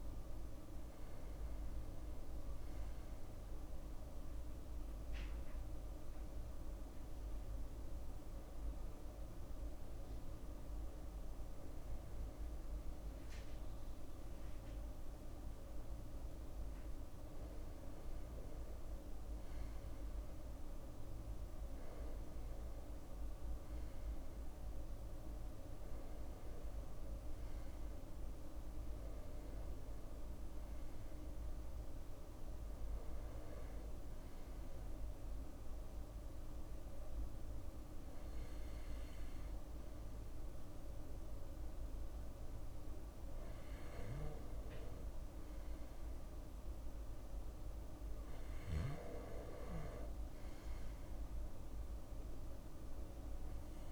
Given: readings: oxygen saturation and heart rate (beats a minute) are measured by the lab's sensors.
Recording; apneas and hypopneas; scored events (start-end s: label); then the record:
a person partly awake in a sleep study, hard to hear, by a room microphone; none
0.00-17.50 s: bradycardia (device-marked, heart rate 57 extreme)
12.50-53.92 s: new sleep stage, N1 (lightest sleep)
25.50-40.50 s: bradycardia (device-marked, heart rate 62 before, 59 extreme)
From the record:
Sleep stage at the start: awake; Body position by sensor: on the left side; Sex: male